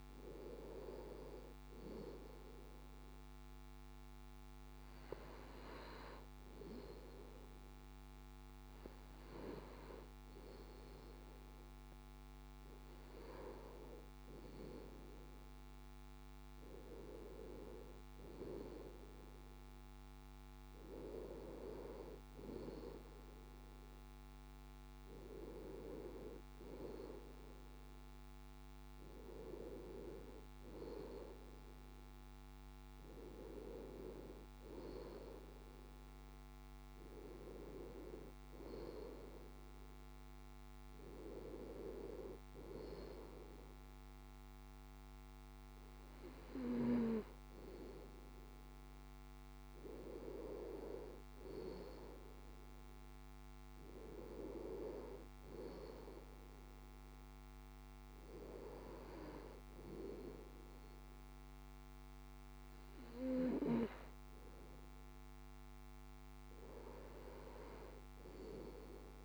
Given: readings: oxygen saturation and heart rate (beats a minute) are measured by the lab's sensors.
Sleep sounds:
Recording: breathing in sleep by a microphone on the trachea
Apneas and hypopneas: none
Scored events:
none scored
From the record:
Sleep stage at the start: N2 (light sleep)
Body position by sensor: on the left side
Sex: male

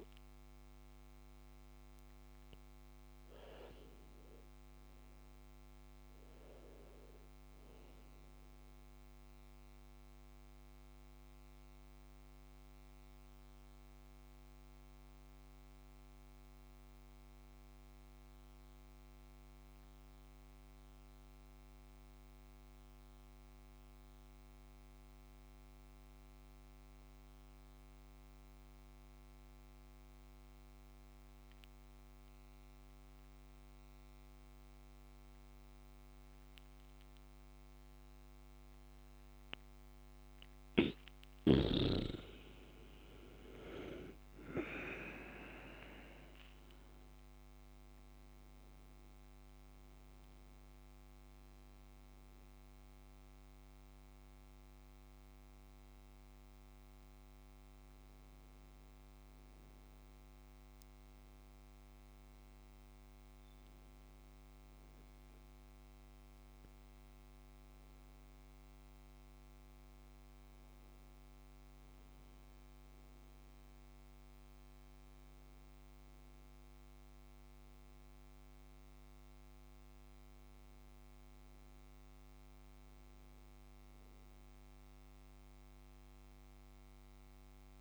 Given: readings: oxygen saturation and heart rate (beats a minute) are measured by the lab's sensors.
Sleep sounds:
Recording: breathing in sleep by a microphone on the trachea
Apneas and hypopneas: 1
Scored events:
0.00-1.00 s: oxygen desaturation (device-marked, oxygen 93% lowest, heart rate 58 extreme)
4.00-7.50 s: arousal
10.00-40.00 s: mixed apnea (oxygen 97% before, 93% lowest, heart rate 61 before, 58 extreme, up 3 after)
38.00-61.00 s: oxygen desaturation (device-marked, oxygen 99% before, 93% lowest, heart rate 71 before, 58 extreme)
42.00-45.50 s: arousal
58.00-87.81 s: new sleep stage, N1 (lightest sleep)
From the record:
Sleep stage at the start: N2 (light sleep)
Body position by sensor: on the back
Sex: male

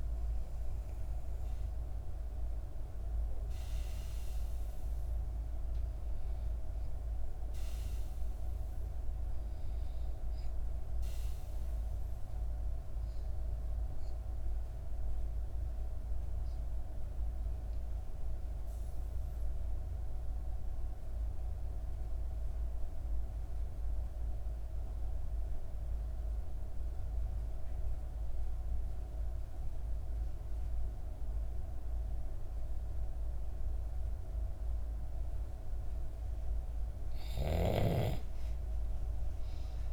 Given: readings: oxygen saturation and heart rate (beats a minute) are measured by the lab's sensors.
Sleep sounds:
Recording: breathing in sleep, hard to hear, by a room microphone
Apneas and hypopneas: 1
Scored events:
0.00-15.00 s: oxygen desaturation (device-marked, oxygen 89% lowest, heart rate 60 extreme)
11.00-35.50 s: obstructive apnea (oxygen 96% before, 91% lowest, heart rate 64 before, 58 extreme, up 5 after)
35.00-39.92 s: oxygen desaturation (device-marked, oxygen 98% before, 91% lowest, heart rate 60 before, 58 extreme)
38.00-39.92 s: arousal
From the record:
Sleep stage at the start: N2 (light sleep)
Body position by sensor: on the back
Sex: female

